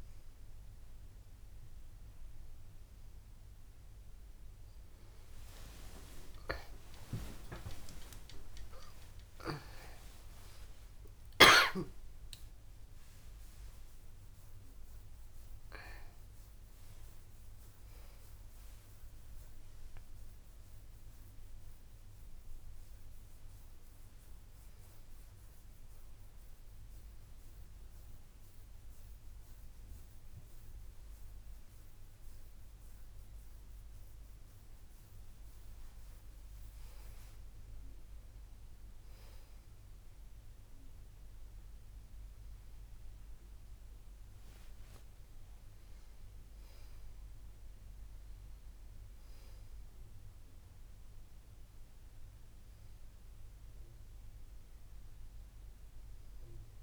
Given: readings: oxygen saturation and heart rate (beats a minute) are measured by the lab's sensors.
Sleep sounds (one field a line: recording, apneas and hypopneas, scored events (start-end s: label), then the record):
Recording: breathing in sleep by a room microphone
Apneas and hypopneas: none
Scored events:
5.00-9.50 s: arousal
From the record:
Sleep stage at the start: N2 (light sleep)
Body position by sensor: on the back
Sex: female